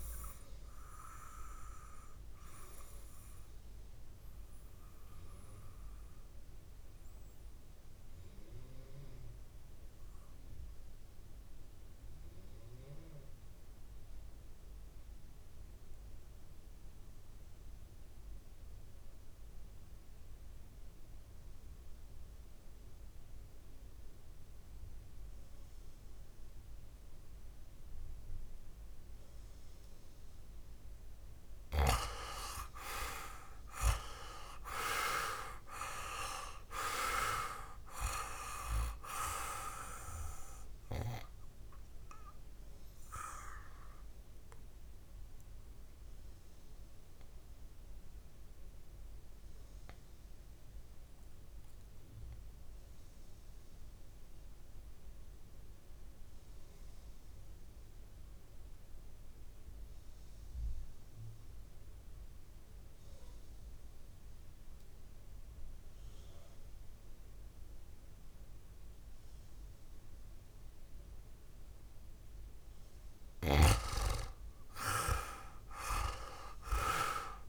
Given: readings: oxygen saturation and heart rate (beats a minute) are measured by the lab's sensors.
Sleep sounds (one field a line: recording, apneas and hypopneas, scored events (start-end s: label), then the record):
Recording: breathing in sleep by a room microphone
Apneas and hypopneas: 2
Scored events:
0.00-12.50 s: oxygen desaturation (device-marked, oxygen 87% lowest, heart rate 53 extreme)
3.00-30.00 s: obstructive apnea (oxygen 97% before, 87% lowest, heart rate 61 before, 53 extreme, up 5 after)
29.50-57.50 s: oxygen desaturation (device-marked, oxygen 98% before, 87% lowest, heart rate 60 before, 55 extreme)
32.00-36.50 s: arousal
43.00-72.00 s: obstructive apnea (oxygen 99% before, 87% lowest, heart rate 62 before, 53 extreme, up 12 after)
69.50-77.49 s: oxygen desaturation (device-marked, oxygen 99% before, 88% lowest, heart rate 57 before, 53 extreme)
75.00-77.49 s: arousal
From the record:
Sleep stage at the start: N2 (light sleep)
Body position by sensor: on the back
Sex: male